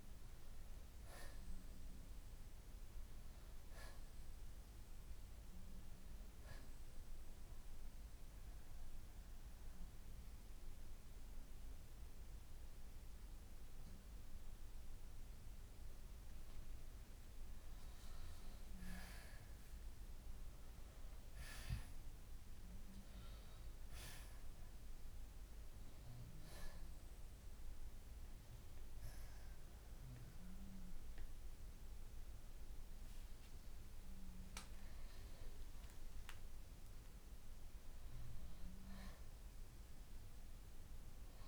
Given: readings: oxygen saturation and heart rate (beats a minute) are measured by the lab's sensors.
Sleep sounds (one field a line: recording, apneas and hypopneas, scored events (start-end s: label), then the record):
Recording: breathing in sleep, hard to hear, by a room microphone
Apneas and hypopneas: 2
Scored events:
7.00-17.00 s: central apnea (oxygen 94% before, 86% lowest, heart rate 67 before, 60 extreme, up 7 after)
10.50-27.50 s: oxygen desaturation (device-marked, oxygen 94% before, 86% lowest, heart rate 67 before, 59 extreme)
19.50-23.00 s: arousal
27.00-37.00 s: hypopnea (oxygen 94% before, 83% lowest, heart rate 64 before, 58 extreme, up 4 after)
33.50-41.48 s: oxygen desaturation (device-marked, oxygen 95% before, 88% lowest, heart rate 64 before, 58 extreme)
From the record:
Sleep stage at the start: N2 (light sleep)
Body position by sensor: on the back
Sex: male